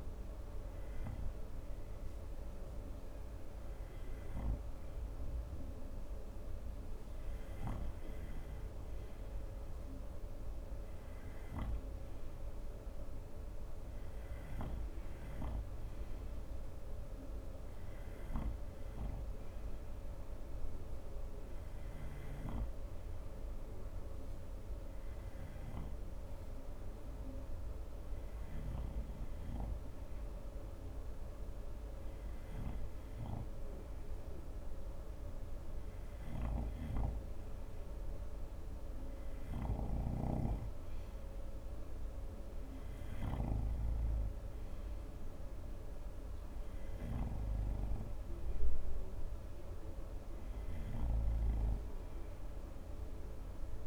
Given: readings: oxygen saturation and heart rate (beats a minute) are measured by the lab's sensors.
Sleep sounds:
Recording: breathing in sleep by a room microphone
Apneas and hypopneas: none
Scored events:
40.00-48.00 s: snoring (device-marked)
From the record:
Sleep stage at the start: N2 (light sleep)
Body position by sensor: on the front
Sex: male

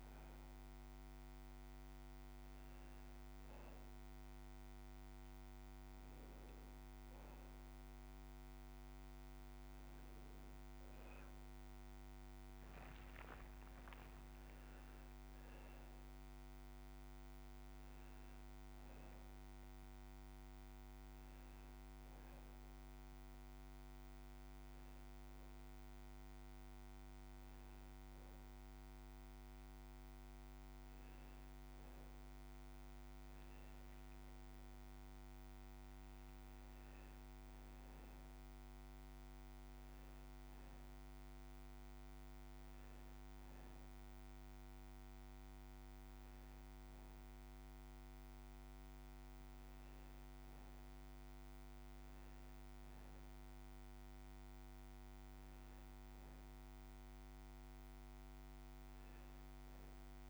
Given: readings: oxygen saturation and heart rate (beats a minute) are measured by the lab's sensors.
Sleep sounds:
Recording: breathing in sleep, hard to hear, by a microphone on the trachea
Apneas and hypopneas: none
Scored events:
none scored
From the record:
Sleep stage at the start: N1 (lightest sleep)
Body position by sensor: on the back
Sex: male

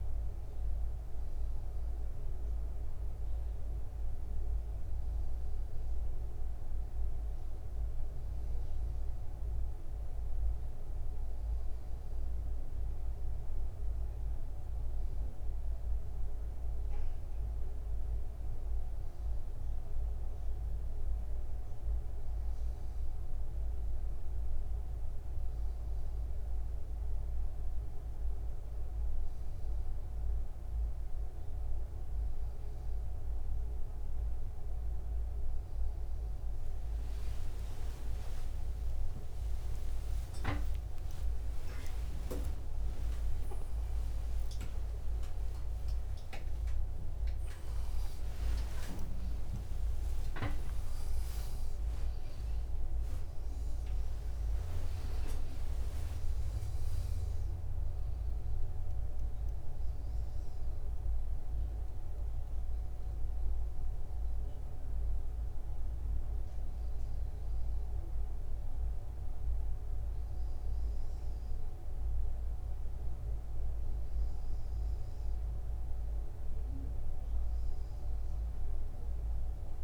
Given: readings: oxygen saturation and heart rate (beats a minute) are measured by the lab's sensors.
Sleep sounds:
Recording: breathing in sleep, hard to hear, by a room microphone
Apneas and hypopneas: none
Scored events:
40.50-48.00 s: arousal
41.00-43.00 s: long interval between heartbeats (device-marked, heart rate 89 before, 119 extreme)
46.00-48.00 s: long interval between heartbeats (device-marked, heart rate 104 before, 184 extreme)
48.50-50.50 s: long interval between heartbeats (device-marked, heart rate 114 before, 197 extreme)
56.50-58.50 s: long interval between heartbeats (device-marked, heart rate 147 before, 128 extreme)
From the record:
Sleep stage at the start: N1 (lightest sleep)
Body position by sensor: on the right side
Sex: male

